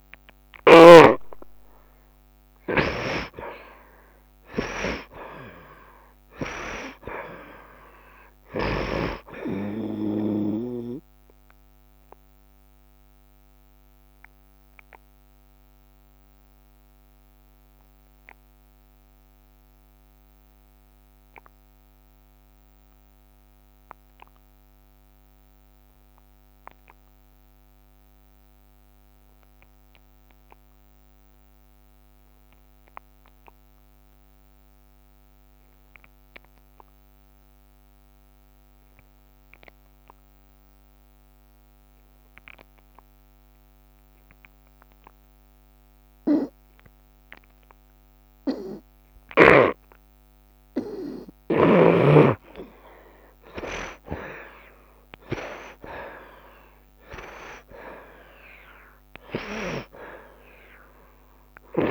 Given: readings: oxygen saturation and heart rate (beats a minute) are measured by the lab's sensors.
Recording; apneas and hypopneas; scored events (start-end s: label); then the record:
breathing in sleep by a microphone on the trachea; 1
0.00-32.50 s: oxygen desaturation (device-marked, oxygen 60% lowest, heart rate 65 extreme)
11.50-49.50 s: obstructive apnea (oxygen 81% before, 59% lowest, heart rate 69 before, 66 extreme, up 14 after)
18.50-61.91 s: new sleep stage, N2 (light sleep)
19.00-21.00 s: long interval between heartbeats (device-marked, heart rate 71 before, 78 extreme)
34.50-61.91 s: oxygen desaturation (device-marked, oxygen 87% before, 59% lowest, heart rate 71 before, 66 extreme)
53.00-57.50 s: arousal
54.50-56.50 s: long interval between heartbeats (device-marked, heart rate 68 before, 79 extreme)
From the record:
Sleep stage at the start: N1 (lightest sleep); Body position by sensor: on the right side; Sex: male